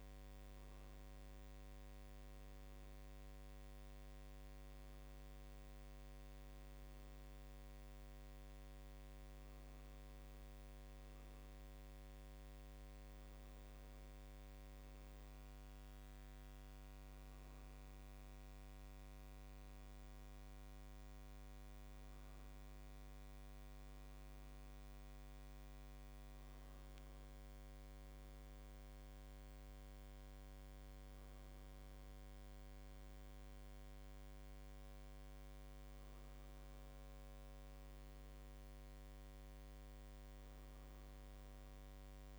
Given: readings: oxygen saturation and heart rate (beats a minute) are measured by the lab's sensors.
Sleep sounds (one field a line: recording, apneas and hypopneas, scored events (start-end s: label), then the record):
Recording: a person awake in a sleep study, hard to hear, by a microphone on the trachea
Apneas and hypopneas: none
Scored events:
none scored
From the record:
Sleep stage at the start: awake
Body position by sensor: on the right side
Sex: male